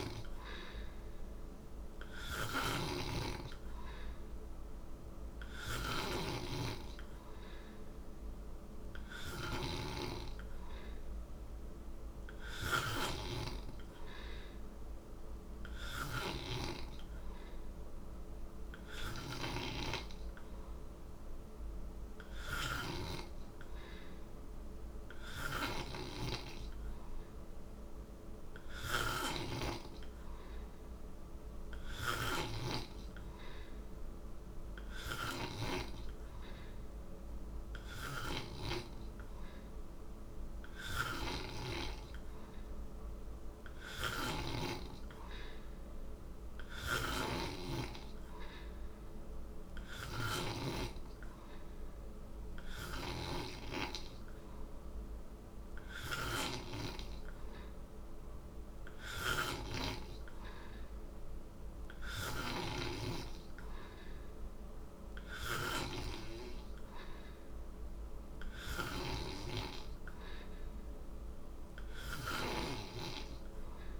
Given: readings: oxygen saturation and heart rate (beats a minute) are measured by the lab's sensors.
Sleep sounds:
breathing in sleep by a room microphone; none
0.00-44.50 s: snoring (device-marked)
46.50-62.50 s: snoring (device-marked)
68.50-74.00 s: snoring (device-marked)
From the record:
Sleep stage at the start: N3 (deep sleep); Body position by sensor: on the right side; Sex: male

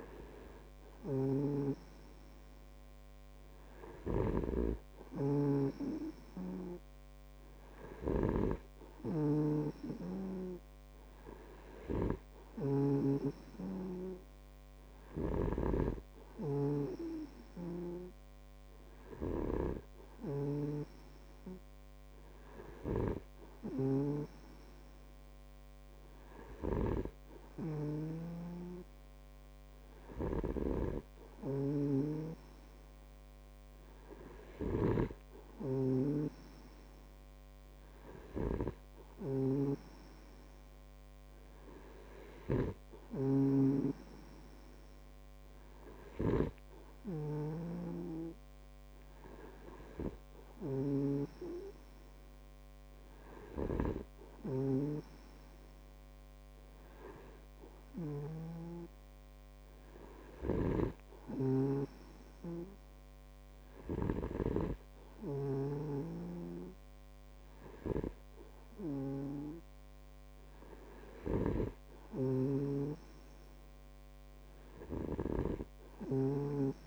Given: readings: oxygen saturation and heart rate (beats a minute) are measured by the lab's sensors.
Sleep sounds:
breathing in sleep by a microphone on the trachea; none
0.00-59.00 s: snoring (device-marked)
61.00-65.00 s: snoring (device-marked)
71.50-76.87 s: snoring (device-marked)
From the record:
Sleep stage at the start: N2 (light sleep); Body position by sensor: on the back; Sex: male

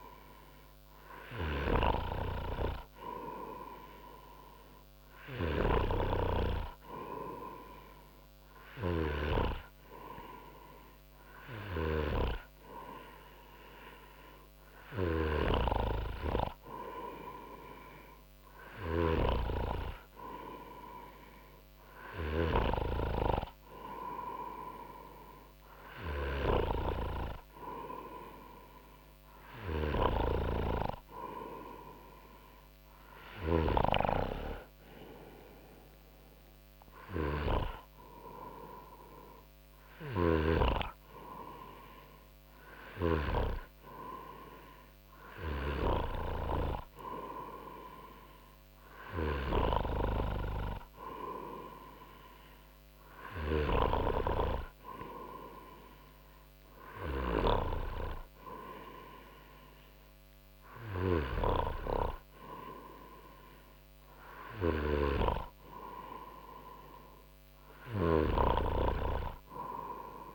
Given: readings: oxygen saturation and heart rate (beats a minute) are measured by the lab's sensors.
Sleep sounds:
breathing in sleep by a microphone on the trachea; none
none scored
From the record:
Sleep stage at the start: N2 (light sleep); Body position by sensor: on the front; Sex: male

